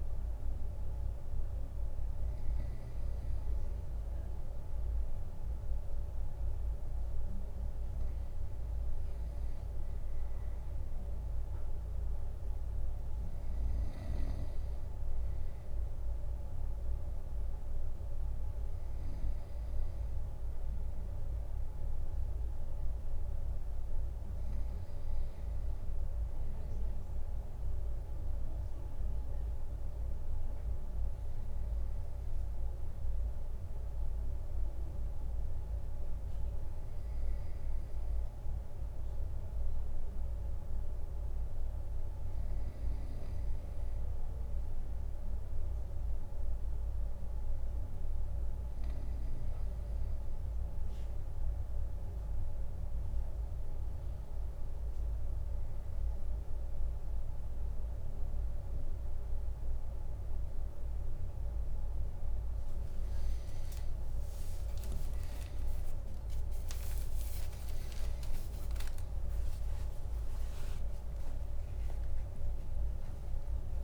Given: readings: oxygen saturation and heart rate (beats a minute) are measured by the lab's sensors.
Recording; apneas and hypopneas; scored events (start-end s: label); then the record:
a person partly awake in a sleep study, hard to hear, by a room microphone; none
51.00-73.84 s: new sleep stage, awake
62.50-65.50 s: leg movement (device-marked)
70.50-73.84 s: leg movement (device-marked)
From the record:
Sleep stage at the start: N2 (light sleep); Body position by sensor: on the right side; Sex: male